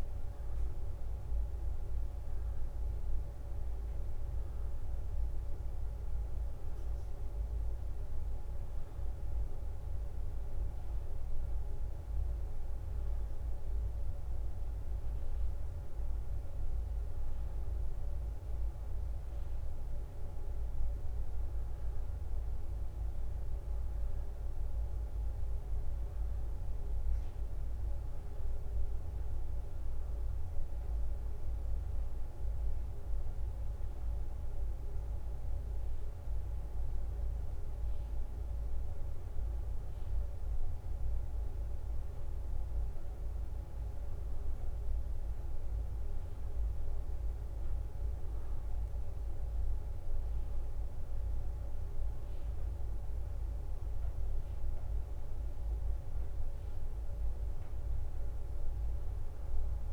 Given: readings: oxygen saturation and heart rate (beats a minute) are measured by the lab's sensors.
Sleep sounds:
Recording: a person awake in a sleep study, hard to hear, by a room microphone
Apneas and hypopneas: none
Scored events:
6.50-13.00 s: leg movement (device-marked)
15.00-20.00 s: leg movement (device-marked)
34.50-39.00 s: leg movement (device-marked)
40.50-53.50 s: drop in pulse transit time (device-marked, heart rate 64 before, 64 extreme)
41.00-47.50 s: leg movement (device-marked)
50.00-57.00 s: leg movement (device-marked)
58.50-59.93 s: leg movement (device-marked)
From the record:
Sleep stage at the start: awake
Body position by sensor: on the back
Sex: female

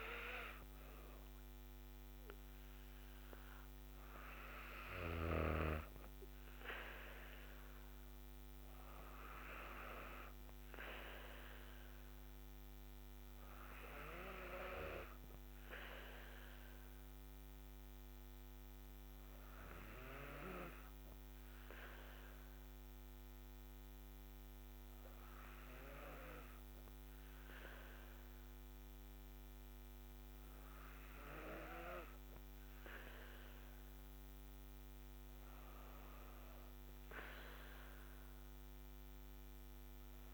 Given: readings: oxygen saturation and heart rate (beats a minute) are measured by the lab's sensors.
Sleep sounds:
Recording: breathing in sleep by a microphone on the trachea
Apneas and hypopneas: none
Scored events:
36.50-40.00 s: arousal
From the record:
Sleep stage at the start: N2 (light sleep)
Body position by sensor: on the back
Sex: female

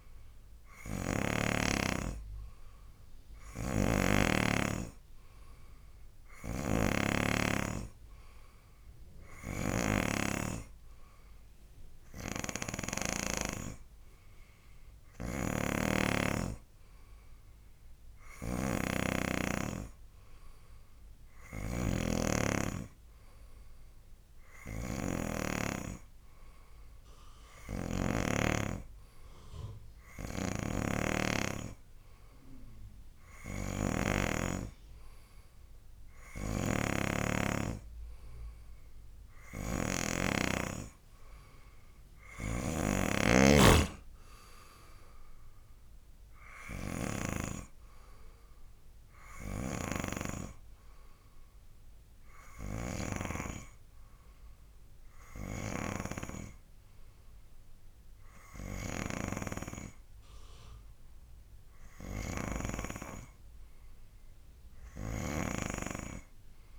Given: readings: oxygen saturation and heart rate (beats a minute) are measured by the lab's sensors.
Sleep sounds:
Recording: breathing in sleep by a room microphone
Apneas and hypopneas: none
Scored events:
0.00-1.50 s: snoring (device-marked)
3.50-13.50 s: snoring (device-marked)
15.50-28.50 s: snoring (device-marked)
30.50-34.50 s: snoring (device-marked)
36.50-40.50 s: snoring (device-marked)
42.50-47.50 s: snoring (device-marked)
48.00-61.00 s: oxygen desaturation (device-marked, oxygen 96% before, 93% lowest, heart rate 72 before, 69 extreme)
62.50-66.00 s: snoring (device-marked)
From the record:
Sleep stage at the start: N2 (light sleep)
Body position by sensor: on the right side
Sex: male

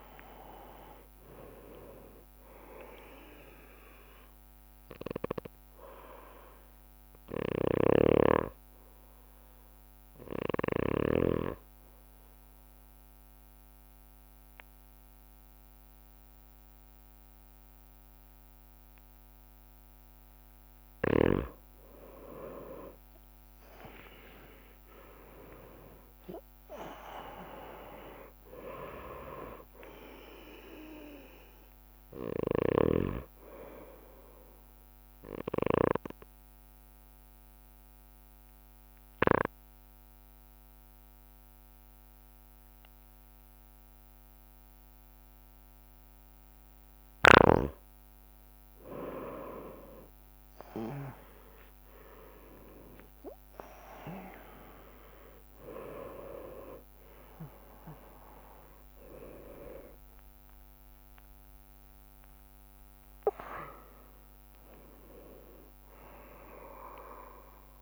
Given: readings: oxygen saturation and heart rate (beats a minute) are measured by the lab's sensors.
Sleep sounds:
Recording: breathing in sleep by a microphone on the trachea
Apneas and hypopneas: 2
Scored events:
0.00-13.00 s: oxygen desaturation (device-marked, oxygen 97% before, 94% lowest)
8.00-11.50 s: snoring (device-marked)
12.00-22.00 s: obstructive apnea (oxygen 97% before, 94% lowest)
23.50-28.50 s: arousal
24.00-26.00 s: long interval between heartbeats (device-marked)
31.00-47.00 s: bradycardia (device-marked)
35.00-47.50 s: obstructive apnea (oxygen 98% before, 93% lowest)
49.50-54.50 s: arousal
57.00-67.81 s: oxygen desaturation (device-marked, oxygen 98% before, 94% lowest)
From the record:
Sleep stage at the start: N2 (light sleep)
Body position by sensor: on the right side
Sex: male

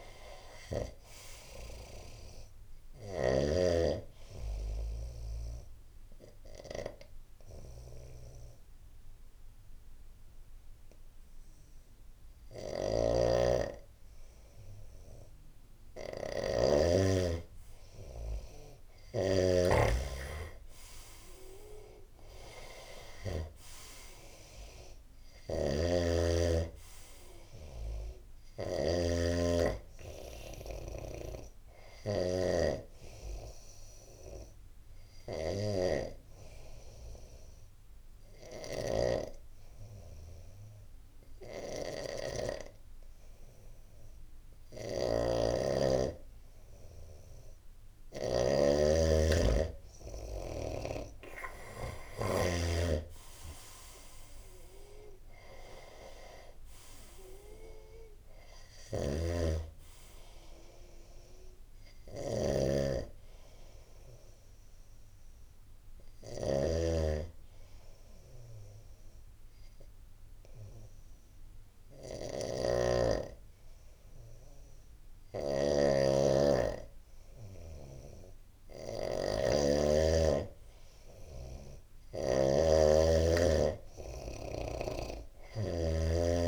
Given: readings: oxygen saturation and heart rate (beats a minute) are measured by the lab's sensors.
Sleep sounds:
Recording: breathing in sleep by a room microphone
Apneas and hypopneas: 3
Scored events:
5.50-16.50 s: hypopnea (oxygen 97% before, 92% lowest, heart rate 82 before, 72 extreme, up 12 after)
12.00-16.50 s: snoring (device-marked)
17.50-21.00 s: arousal
18.50-23.00 s: snoring (device-marked)
20.00-39.00 s: oxygen desaturation (device-marked, oxygen 97% before, 93% lowest, heart rate 81 before, 70 extreme)
25.00-28.50 s: snoring (device-marked)
30.50-48.00 s: snoring (device-marked)
34.00-46.50 s: hypopnea (oxygen 97% before, 92% lowest, heart rate 79 before, 70 extreme, up 7 after)
50.00-54.50 s: arousal
51.00-72.00 s: oxygen desaturation (device-marked, oxygen 97% before, 92% lowest, heart rate 77 before, 70 extreme)
58.50-82.00 s: snoring (device-marked)
67.50-78.00 s: hypopnea (oxygen 97% before, 93% lowest, heart rate 76 before, 71 extreme, up 12 after)
80.00-83.50 s: arousal
84.00-86.48 s: snoring (device-marked)
From the record:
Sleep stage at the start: N2 (light sleep)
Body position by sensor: on the right side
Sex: male

